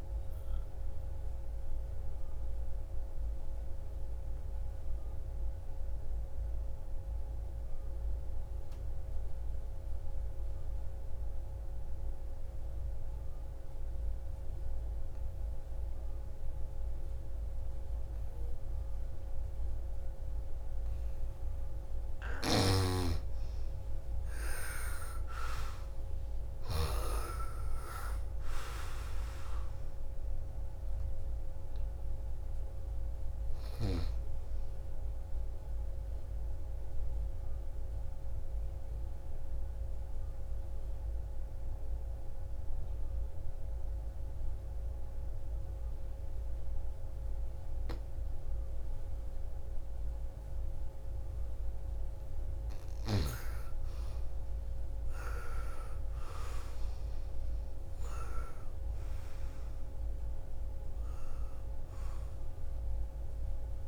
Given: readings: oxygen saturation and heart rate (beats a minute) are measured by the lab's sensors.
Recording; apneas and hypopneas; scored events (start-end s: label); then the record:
breathing in sleep by a room microphone; 2
0.00-4.50 s: oxygen desaturation (device-marked, oxygen 83% lowest, heart rate 53 extreme)
0.50-21.00 s: obstructive apnea (oxygen 98% before, 82% lowest, heart rate 65 before, 53 extreme, up 5 after)
18.50-46.50 s: oxygen desaturation (device-marked, oxygen 99% before, 82% lowest, heart rate 57 before, 49 extreme)
22.00-26.50 s: snoring (device-marked)
23.00-27.50 s: arousal
36.00-52.00 s: obstructive apnea (oxygen 99% before, 82% lowest, heart rate 62 before, 49 extreme, up 23 after)
53.50-57.00 s: arousal
60.50-63.88 s: oxygen desaturation (device-marked, oxygen 99% before, 89% lowest, heart rate 58 before, 52 extreme)
From the record:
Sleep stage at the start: N2 (light sleep); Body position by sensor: on the right side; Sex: female